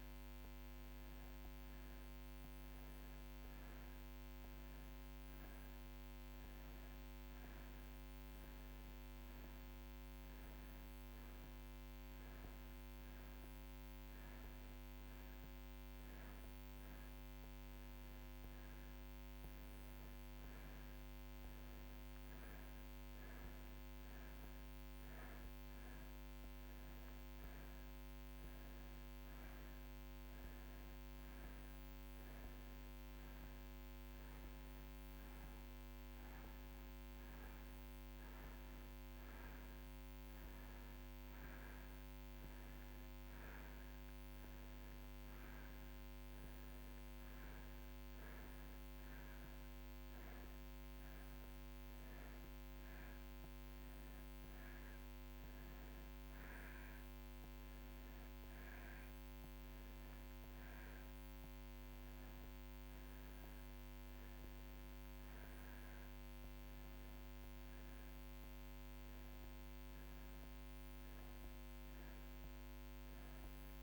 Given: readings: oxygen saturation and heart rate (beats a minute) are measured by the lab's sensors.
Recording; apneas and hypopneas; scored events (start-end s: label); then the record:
breathing in sleep, hard to hear, by a microphone on the trachea; none
none scored
From the record:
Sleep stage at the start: N2 (light sleep); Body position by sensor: on the right side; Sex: male